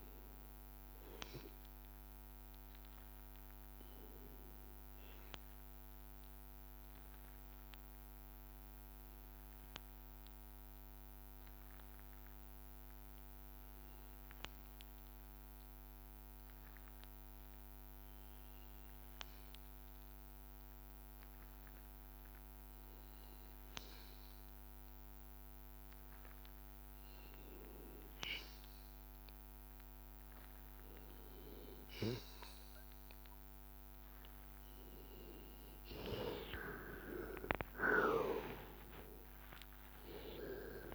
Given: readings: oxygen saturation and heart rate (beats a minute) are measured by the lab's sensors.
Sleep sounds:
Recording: breathing in sleep by a microphone on the trachea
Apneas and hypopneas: 1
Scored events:
0.00-12.00 s: oxygen desaturation (device-marked, oxygen 94% lowest, heart rate 82 extreme)
1.50-36.00 s: hypopnea (oxygen 98% before, 91% lowest, heart rate 83 before, 82 extreme, up 3 after)
23.00-40.95 s: oxygen desaturation (device-marked, oxygen 98% before, 91% lowest, heart rate 83 before, 81 extreme)
37.50-40.95 s: arousal
From the record:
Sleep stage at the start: N2 (light sleep)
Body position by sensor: on the back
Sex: male

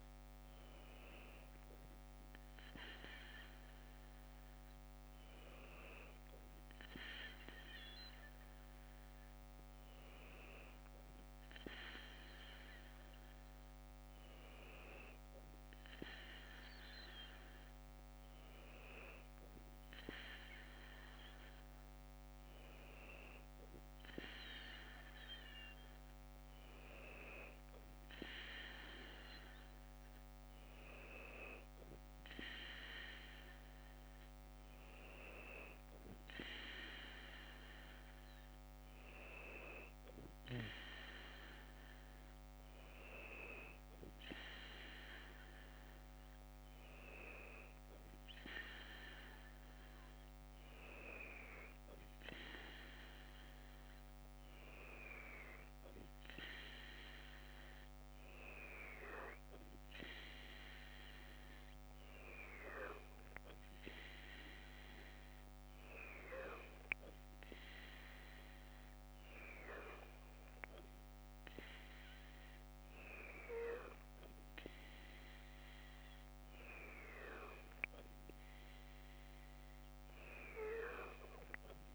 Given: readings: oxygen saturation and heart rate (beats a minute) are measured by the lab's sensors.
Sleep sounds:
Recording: breathing in sleep by a microphone on the trachea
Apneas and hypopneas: none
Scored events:
65.00-67.00 s: long interval between heartbeats (device-marked, heart rate 53 before, 54 extreme)
From the record:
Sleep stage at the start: N2 (light sleep)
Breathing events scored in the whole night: 174 in 4.2 hours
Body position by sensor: on the left side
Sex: female

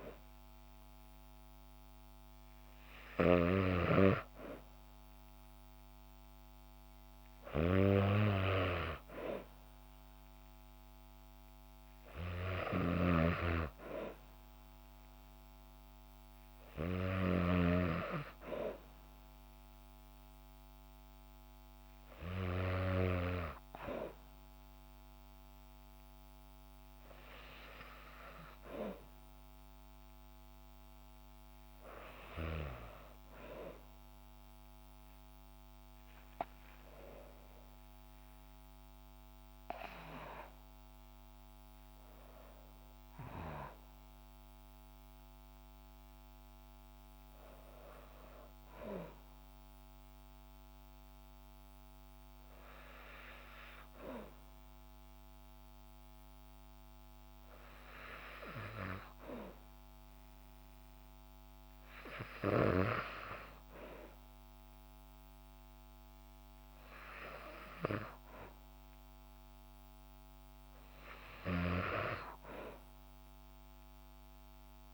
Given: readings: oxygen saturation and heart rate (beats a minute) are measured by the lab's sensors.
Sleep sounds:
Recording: breathing in sleep by a microphone on the trachea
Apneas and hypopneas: none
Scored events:
12.50-17.50 s: snoring (device-marked)
36.00-40.00 s: arousal
From the record:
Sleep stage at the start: N2 (light sleep)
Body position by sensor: on the back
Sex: female

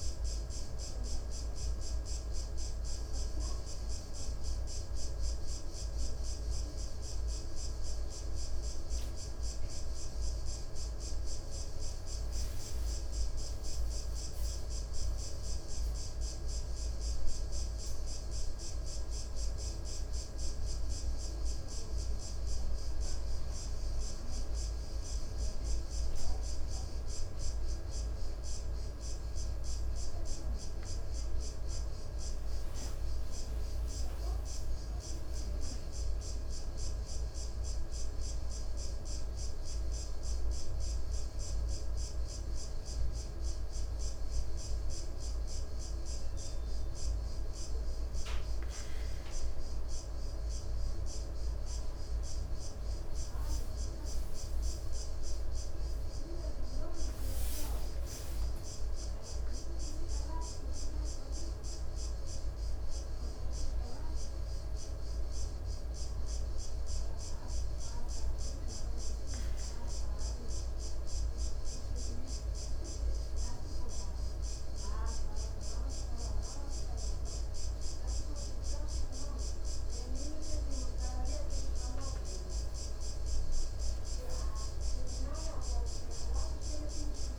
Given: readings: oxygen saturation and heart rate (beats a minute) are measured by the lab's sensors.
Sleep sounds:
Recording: breathing in sleep, hard to hear, by a room microphone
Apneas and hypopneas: 4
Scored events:
2.50-12.50 s: hypopnea (oxygen 96% before, 94% lowest, heart rate 108 before, 62 extreme, up 14 after)
14.50-18.00 s: arousal
21.00-31.00 s: hypopnea (oxygen 97% before, 94% lowest, heart rate 70 before, 69 extreme, up 53 after)
30.00-38.00 s: tachycardia (device-marked, heart rate 75 before, 123 extreme)
32.50-37.00 s: arousal
42.00-52.50 s: hypopnea (oxygen 96% before, 94% lowest, heart rate 96 before, 60 extreme, up 59 after)
46.00-57.00 s: tachycardia (device-marked, heart rate 76 before, 140 extreme)
54.50-58.00 s: arousal
65.50-79.00 s: hypopnea (oxygen 96% before, 93% lowest, heart rate 102 before, 59 extreme, up 3 after)
81.00-83.50 s: arousal
From the record:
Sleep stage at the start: N2 (light sleep)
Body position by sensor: on the back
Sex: male

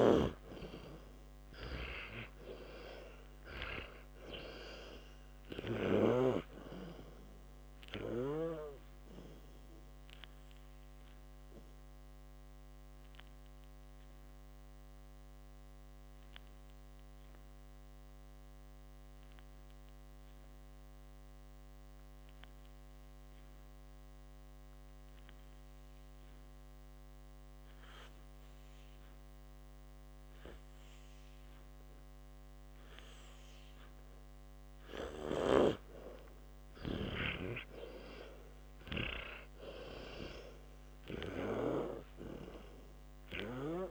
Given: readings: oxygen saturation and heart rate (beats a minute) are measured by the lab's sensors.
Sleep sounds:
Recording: breathing in sleep by a microphone on the trachea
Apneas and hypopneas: 1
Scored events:
0.00-3.00 s: oxygen desaturation (device-marked, oxygen 91% lowest, heart rate 56 extreme)
0.00-5.00 s: arousal
11.00-14.00 s: oxygen desaturation (device-marked, oxygen 97% before, 91% lowest, heart rate 63 before, 56 extreme)
13.00-30.00 s: obstructive apnea (oxygen 97% before, 91% lowest, heart rate 63 before, 56 extreme, up 16 after)
35.00-39.50 s: arousal
35.00-43.50 s: snoring (device-marked)
From the record:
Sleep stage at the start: N2 (light sleep)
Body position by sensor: on the back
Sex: male

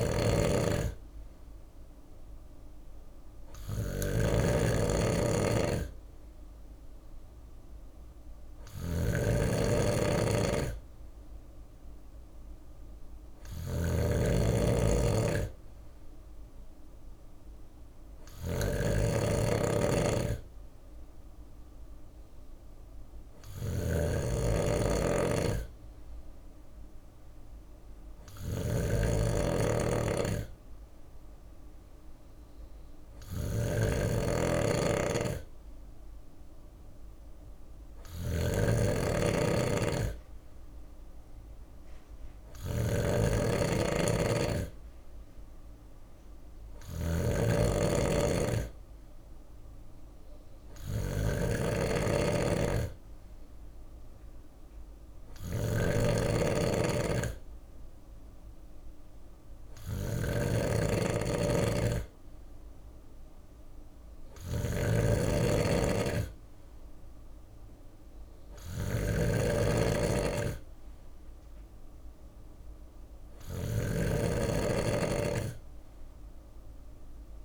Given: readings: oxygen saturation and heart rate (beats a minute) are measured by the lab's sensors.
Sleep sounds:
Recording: breathing in sleep by a room microphone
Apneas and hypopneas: none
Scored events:
0.00-77.45 s: snoring (device-marked)
From the record:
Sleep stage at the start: N3 (deep sleep)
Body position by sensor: on the left side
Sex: male

